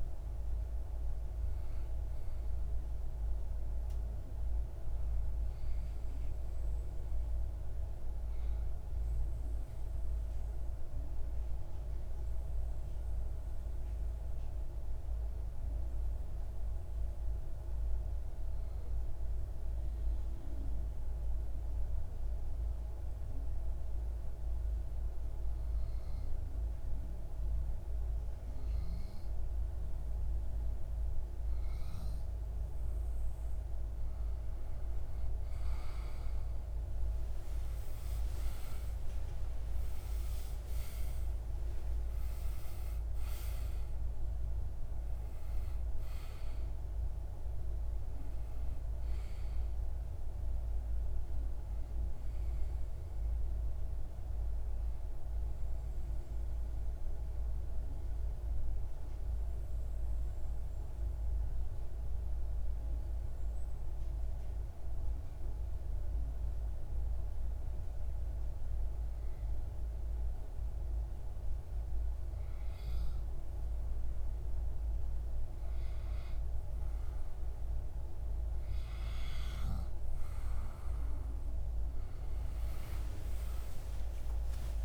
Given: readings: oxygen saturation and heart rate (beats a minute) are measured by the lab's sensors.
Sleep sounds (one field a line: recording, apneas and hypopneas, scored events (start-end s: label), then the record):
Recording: breathing in sleep, hard to hear, by a room microphone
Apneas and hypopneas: 2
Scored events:
0.00-15.50 s: oxygen desaturation (device-marked, oxygen 93% lowest)
9.50-32.00 s: obstructive apnea (oxygen 97% before, 93% lowest)
36.00-41.50 s: arousal
37.50-63.50 s: oxygen desaturation (device-marked, oxygen 97% before, 93% lowest)
55.50-71.50 s: obstructive apnea (oxygen 97% before, 94% lowest)
78.50-84.85 s: oxygen desaturation (device-marked, oxygen 98% before, 94% lowest)
81.00-84.85 s: arousal
From the record:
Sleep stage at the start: N2 (light sleep)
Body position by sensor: on the back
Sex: male